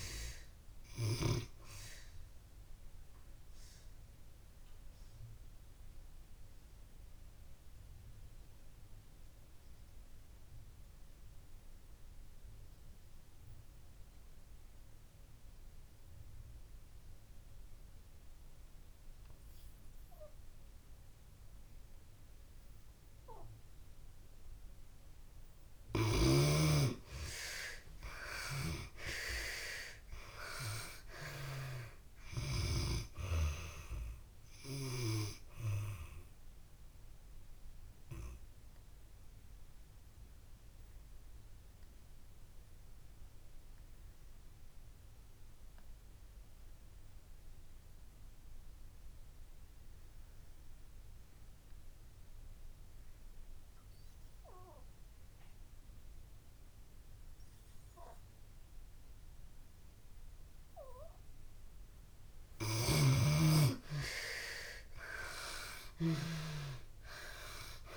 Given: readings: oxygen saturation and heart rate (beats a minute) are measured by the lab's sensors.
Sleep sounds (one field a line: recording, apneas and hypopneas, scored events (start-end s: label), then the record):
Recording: breathing in sleep by a room microphone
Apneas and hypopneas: 2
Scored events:
0.00-22.50 s: oxygen desaturation (device-marked, oxygen 71% lowest)
2.00-25.00 s: obstructive apnea (oxygen 96% before, 71% lowest)
24.50-56.50 s: oxygen desaturation (device-marked, oxygen 95% before, 71% lowest)
27.00-30.00 s: arousal
37.50-61.00 s: obstructive apnea (oxygen 95% before, 69% lowest)
58.50-67.97 s: oxygen desaturation (device-marked, oxygen 95% before, 69% lowest)
64.50-67.97 s: arousal
From the record:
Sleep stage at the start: N2 (light sleep)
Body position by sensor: on the back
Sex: female